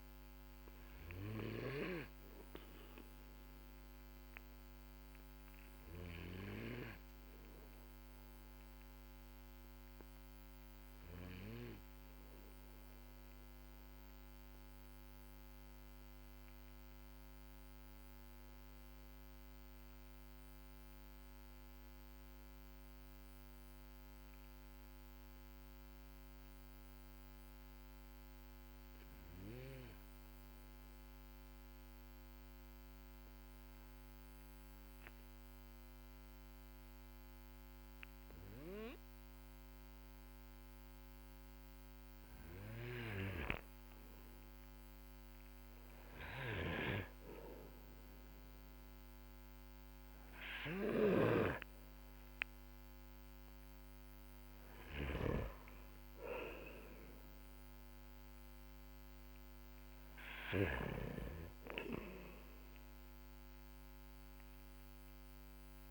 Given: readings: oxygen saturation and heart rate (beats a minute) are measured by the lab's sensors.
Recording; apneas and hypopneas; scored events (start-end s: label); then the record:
breathing in sleep by a microphone on the trachea; 1
0.50-42.50 s: obstructive apnea (oxygen 98% before, 92% lowest, heart rate 51 before, 42 extreme, up 7 after)
10.50-28.50 s: oxygen desaturation (device-marked, oxygen 96% before, 92% lowest, heart rate 46 before, 46 extreme)
43.50-48.00 s: arousal
50.00-54.50 s: snoring (device-marked)
From the record:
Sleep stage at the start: N2 (light sleep); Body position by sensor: on the back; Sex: male